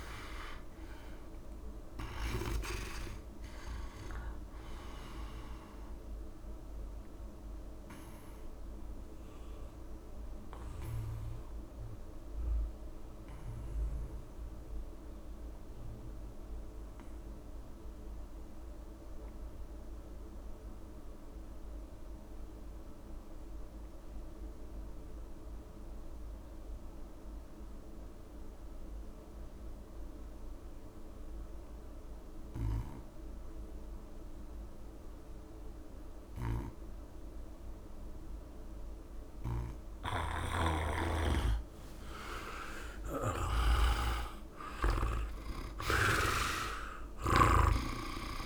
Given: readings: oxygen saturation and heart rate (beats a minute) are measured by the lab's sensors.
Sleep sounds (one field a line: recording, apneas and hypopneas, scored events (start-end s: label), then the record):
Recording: breathing in sleep by a room microphone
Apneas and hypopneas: 1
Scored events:
0.00-16.50 s: oxygen desaturation (device-marked, oxygen 85% lowest, heart rate 66 extreme)
7.50-40.50 s: mixed apnea (oxygen 99% before, 83% lowest, heart rate 71 before, 66 extreme, up 4 after)
32.50-48.46 s: oxygen desaturation (device-marked, oxygen 99% before, 83% lowest, heart rate 68 before, 64 extreme)
36.00-45.00 s: snoring (device-marked)
42.00-46.00 s: arousal
47.00-48.46 s: snoring (device-marked)
From the record:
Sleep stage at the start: N2 (light sleep)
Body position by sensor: on the back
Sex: male